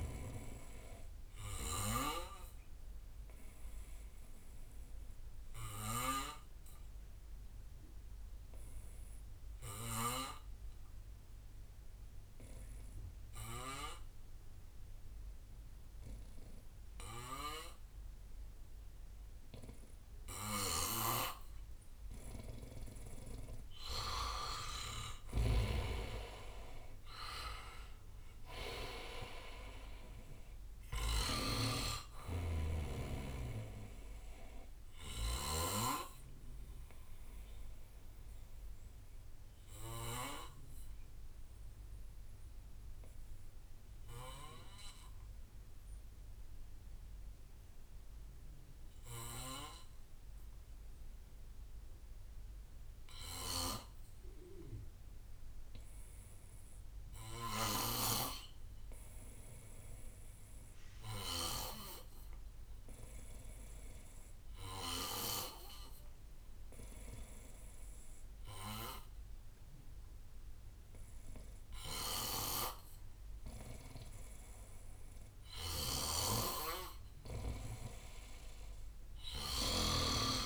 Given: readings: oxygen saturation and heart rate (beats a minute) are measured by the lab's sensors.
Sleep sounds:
breathing in sleep by a room microphone; 2
0.00-3.00 s: drop in pulse transit time (device-marked, heart rate 68 extreme)
3.00-24.00 s: obstructive apnea (oxygen 92% before, 89% lowest, heart rate 68 before, 56 extreme, up 9 after)
20.50-35.50 s: snoring (device-marked)
25.00-48.00 s: oxygen desaturation (device-marked, oxygen 97% before, 89% lowest, heart rate 65 before, 56 extreme)
26.00-29.50 s: arousal
35.00-42.00 s: bradycardia (device-marked, heart rate 64 before, 56 extreme)
36.50-75.00 s: obstructive apnea (oxygen 97% before, 88% lowest, heart rate 68 before, 57 extreme, up 8 after)
44.00-46.00 s: bradycardia (device-marked, heart rate 64 before, 58 extreme)
53.00-58.00 s: snoring (device-marked)
59.00-80.46 s: oxygen desaturation (device-marked, oxygen 99% before, 88% lowest, heart rate 61 before, 57 extreme)
61.00-64.00 s: bradycardia (device-marked, heart rate 64 before, 60 extreme)
75.50-80.00 s: snoring (device-marked)
79.00-80.46 s: drop in pulse transit time (device-marked, heart rate 62 before, 62 extreme)
From the record:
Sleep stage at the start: N2 (light sleep); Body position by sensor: on the back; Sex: male

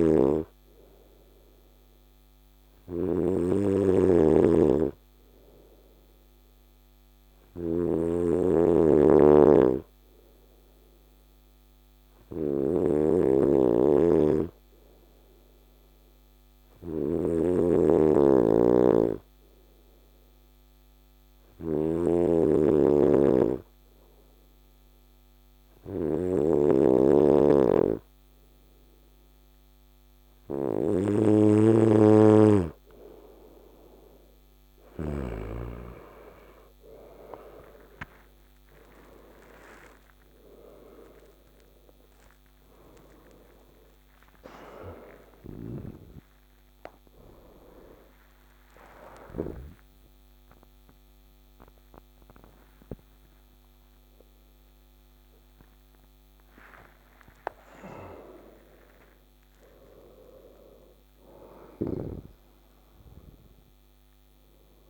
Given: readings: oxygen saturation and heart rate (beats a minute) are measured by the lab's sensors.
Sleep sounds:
a person partly awake in a sleep study, by a microphone on the trachea; none
0.00-35.00 s: snoring (device-marked)
33.50-63.50 s: new sleep stage, awake
63.50-64.89 s: new sleep stage, N2 (light sleep)
From the record:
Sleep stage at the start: N2 (light sleep); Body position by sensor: on the right side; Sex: male

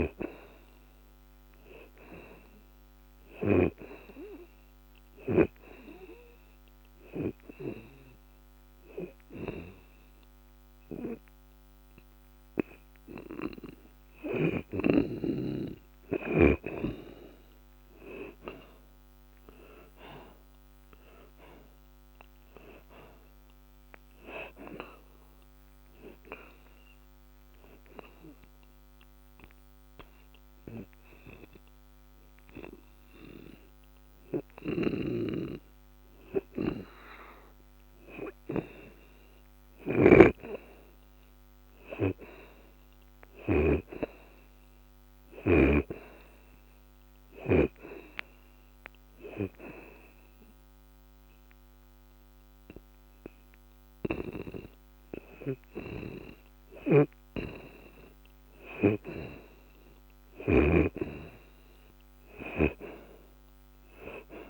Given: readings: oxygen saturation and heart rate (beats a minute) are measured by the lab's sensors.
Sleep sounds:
breathing in sleep by a microphone on the trachea; 3
0.00-17.50 s: oxygen desaturation (device-marked, oxygen 73% lowest)
5.00-15.00 s: hypopnea (oxygen 80% before, 69% lowest)
18.00-22.50 s: arousal
24.50-39.50 s: oxygen desaturation (device-marked, oxygen 79% before, 70% lowest)
25.50-39.00 s: hypopnea (oxygen 80% before, 69% lowest)
40.00-48.00 s: snoring (device-marked)
40.50-44.50 s: arousal
44.50-60.50 s: oxygen desaturation (device-marked, oxygen 85% before, 74% lowest)
48.50-59.50 s: hypopnea (oxygen 85% before, 69% lowest)
57.00-61.00 s: snoring (device-marked)
63.00-64.50 s: arousal
From the record:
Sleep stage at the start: N2 (light sleep); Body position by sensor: on the back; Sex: male

